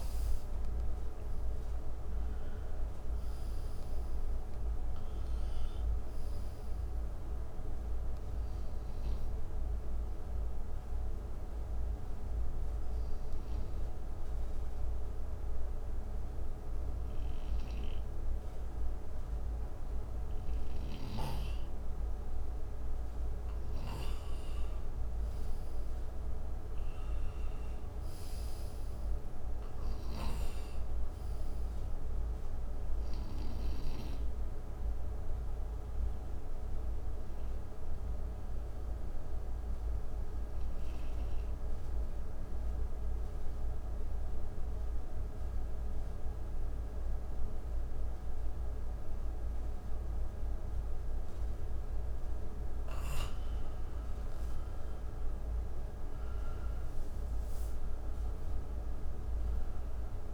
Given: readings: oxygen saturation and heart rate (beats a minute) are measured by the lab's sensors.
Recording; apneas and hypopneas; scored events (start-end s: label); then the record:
breathing in sleep, hard to hear, by a room microphone; 2
0.00-3.00 s: arousal
4.50-24.50 s: oxygen desaturation (device-marked, oxygen 94% before, 87% lowest, heart rate 74 before, 60 extreme)
9.00-22.50 s: obstructive apnea (oxygen 94% before, 86% lowest, heart rate 76 before, 61 extreme, up 12 after)
24.00-29.50 s: arousal
34.50-44.50 s: oxygen desaturation (device-marked, oxygen 96% before, 90% lowest, heart rate 68 before, 65 extreme)
35.50-53.50 s: obstructive apnea (oxygen 96% before, 86% lowest, heart rate 68 before, 63 extreme, up 10 after)
49.50-60.34 s: oxygen desaturation (device-marked, oxygen 95% before, 86% lowest, heart rate 70 before, 63 extreme)
55.00-59.00 s: arousal
From the record:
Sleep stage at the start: N2 (light sleep); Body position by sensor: on the right side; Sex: male